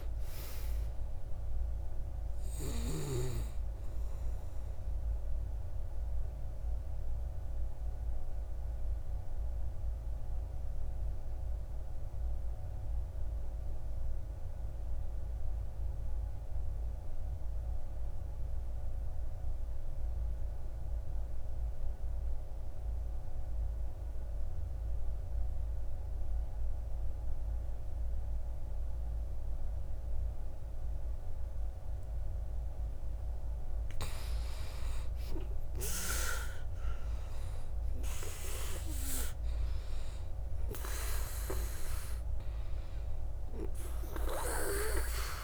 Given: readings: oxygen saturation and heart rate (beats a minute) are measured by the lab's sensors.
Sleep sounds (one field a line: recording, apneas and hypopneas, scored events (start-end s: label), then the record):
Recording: breathing in sleep by a room microphone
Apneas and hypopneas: 1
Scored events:
0.00-4.50 s: oxygen desaturation (device-marked, oxygen 77% lowest, heart rate 53 extreme)
4.50-32.50 s: obstructive apnea (oxygen 96% before, 77% lowest, heart rate 70 before, 53 extreme, up 14 after)
25.50-45.44 s: oxygen desaturation (device-marked, oxygen 97% before, 77% lowest, heart rate 56 before, 53 extreme)
34.50-40.00 s: arousal
From the record:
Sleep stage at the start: N2 (light sleep)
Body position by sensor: on the back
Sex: male